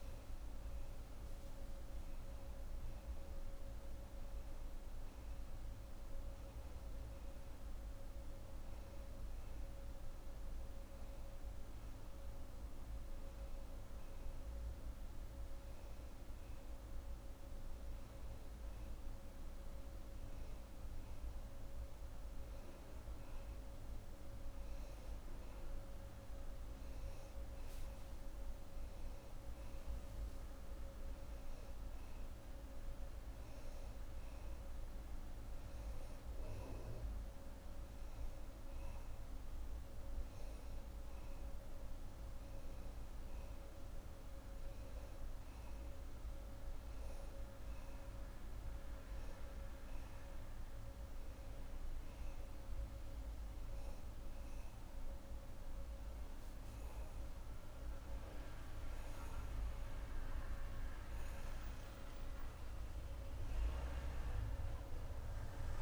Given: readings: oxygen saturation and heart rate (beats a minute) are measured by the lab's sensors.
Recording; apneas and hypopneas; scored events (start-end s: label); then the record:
a person partly awake in a sleep study, hard to hear, by a room microphone; none
26.50-65.82 s: new sleep stage, N1 (lightest sleep)
From the record:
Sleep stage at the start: awake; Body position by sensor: on the back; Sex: female